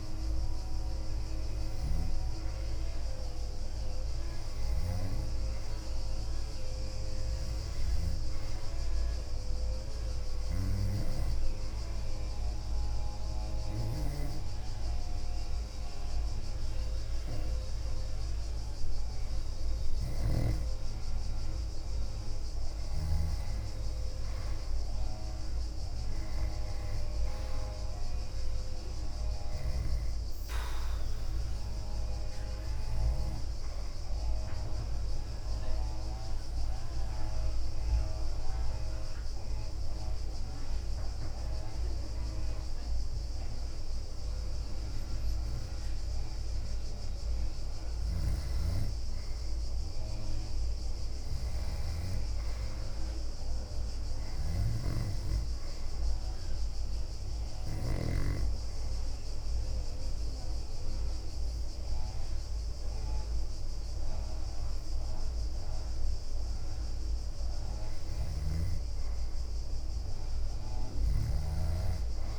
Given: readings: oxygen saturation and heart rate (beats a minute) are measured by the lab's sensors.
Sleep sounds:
breathing in sleep by a room microphone; 3
0.00-2.00 s: leg movement (device-marked)
2.00-25.00 s: oxygen desaturation (device-marked, oxygen 96% before, 90% lowest, heart rate 63 before, 61 extreme)
3.50-9.50 s: leg movement (device-marked)
11.00-21.00 s: obstructive apnea (oxygen 96% before, 90% lowest, heart rate 67 before, 61 extreme, up 4 after)
11.50-17.50 s: leg movement (device-marked)
19.50-27.00 s: leg movement (device-marked)
24.50-28.50 s: arousal
31.50-37.00 s: leg movement (device-marked)
33.00-45.00 s: oxygen desaturation (device-marked, oxygen 94% before, 90% lowest, heart rate 68 before, 61 extreme)
34.50-45.00 s: obstructive apnea (oxygen 94% before, 90% lowest, heart rate 68 before, 61 extreme, up 8 after)
38.00-39.00 s: leg movement (device-marked)
47.50-50.50 s: arousal
57.00-68.00 s: obstructive apnea (oxygen 96% before, 90% lowest, heart rate 65 before, 61 extreme, up 6 after)
58.00-70.00 s: oxygen desaturation (device-marked, oxygen 96% before, 90% lowest, heart rate 66 before, 61 extreme)
61.50-68.50 s: leg movement (device-marked)
68.00-71.50 s: snoring (device-marked)
From the record:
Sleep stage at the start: N2 (light sleep); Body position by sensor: on the back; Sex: female

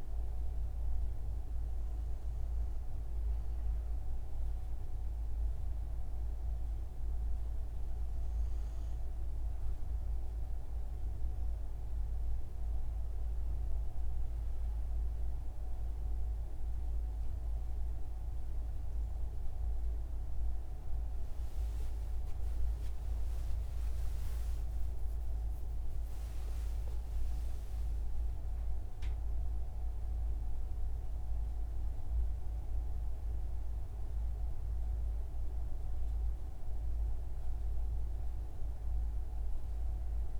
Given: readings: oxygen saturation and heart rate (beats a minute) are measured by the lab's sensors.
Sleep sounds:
breathing in sleep, hard to hear, by a room microphone; none
none scored
From the record:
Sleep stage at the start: REM sleep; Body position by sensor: on the front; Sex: male

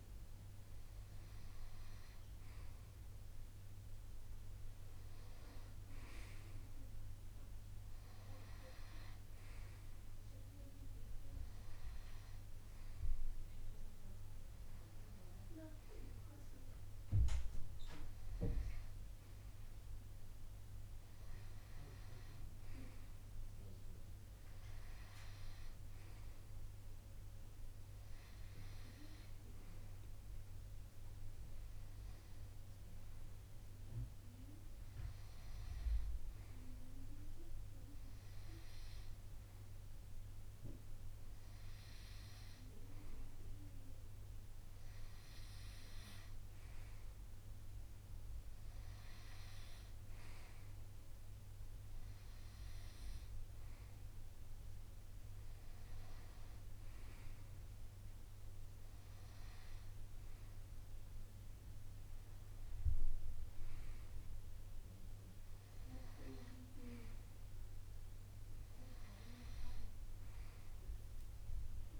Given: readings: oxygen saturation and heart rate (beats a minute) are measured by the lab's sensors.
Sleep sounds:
breathing in sleep by a room microphone; none
0.00-3.00 s: oxygen desaturation (device-marked, oxygen 90% lowest)
11.00-24.00 s: oxygen desaturation (device-marked, oxygen 94% before, 90% lowest)
From the record:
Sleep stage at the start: N2 (light sleep); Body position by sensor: on the right side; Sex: male

